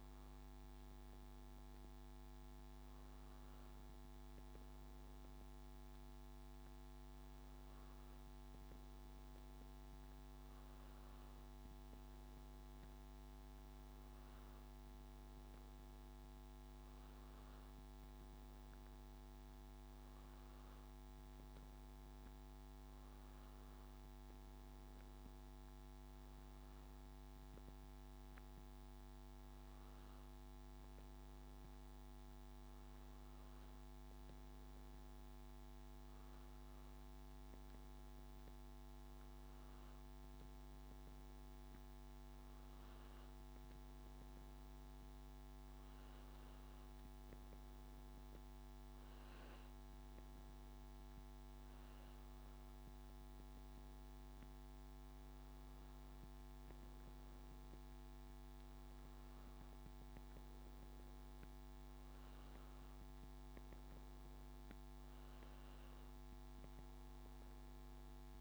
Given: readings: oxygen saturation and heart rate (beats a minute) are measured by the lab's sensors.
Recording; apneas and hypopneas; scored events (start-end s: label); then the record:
breathing in sleep, hard to hear, by a microphone on the trachea; none
none scored
From the record:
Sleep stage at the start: N2 (light sleep); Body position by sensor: on the back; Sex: male